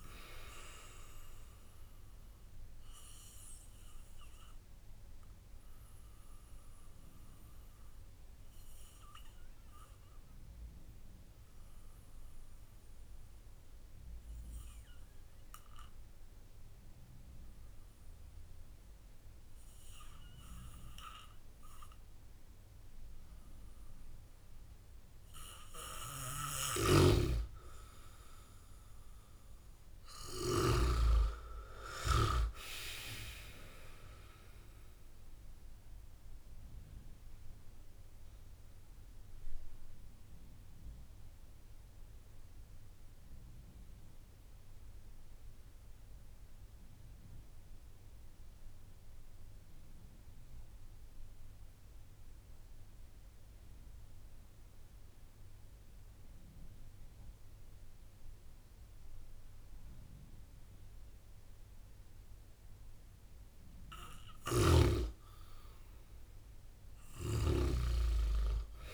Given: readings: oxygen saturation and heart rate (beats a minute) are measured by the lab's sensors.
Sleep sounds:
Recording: breathing in sleep by a room microphone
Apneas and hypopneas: 2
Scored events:
4.00-25.50 s: obstructive apnea (oxygen 97% before, 93% lowest)
26.50-31.00 s: snoring (device-marked)
28.50-32.50 s: arousal
37.50-64.00 s: obstructive apnea (oxygen 97% before, 93% lowest)
67.00-68.94 s: arousal
From the record:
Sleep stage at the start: N2 (light sleep)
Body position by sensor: on the back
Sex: male

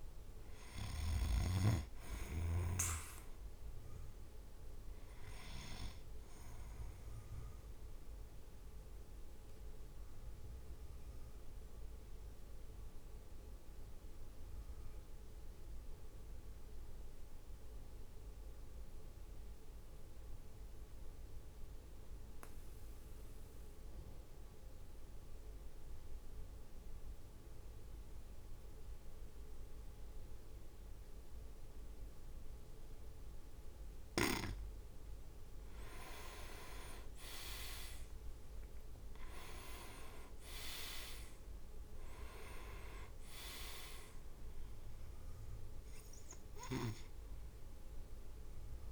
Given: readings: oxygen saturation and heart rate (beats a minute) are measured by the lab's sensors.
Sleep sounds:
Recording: breathing in sleep by a room microphone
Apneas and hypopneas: 1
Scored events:
0.00-5.00 s: drop in pulse transit time (device-marked, heart rate 54 extreme)
0.00-12.00 s: oxygen desaturation (device-marked, oxygen 99% before, 95% lowest, heart rate 58 before, 50 extreme)
8.00-34.50 s: mixed apnea (oxygen 100% before, 94% lowest, heart rate 58 before, 51 extreme, up 5 after)
33.00-48.92 s: oxygen desaturation (device-marked, oxygen 99% before, 95% lowest, heart rate 53 before, 52 extreme)
36.00-41.00 s: leg movement (device-marked)
36.00-48.92 s: drop in pulse transit time (device-marked, heart rate 54 before, 55 extreme)
38.00-41.00 s: arousal
From the record:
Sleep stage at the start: N2 (light sleep)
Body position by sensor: on the back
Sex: male

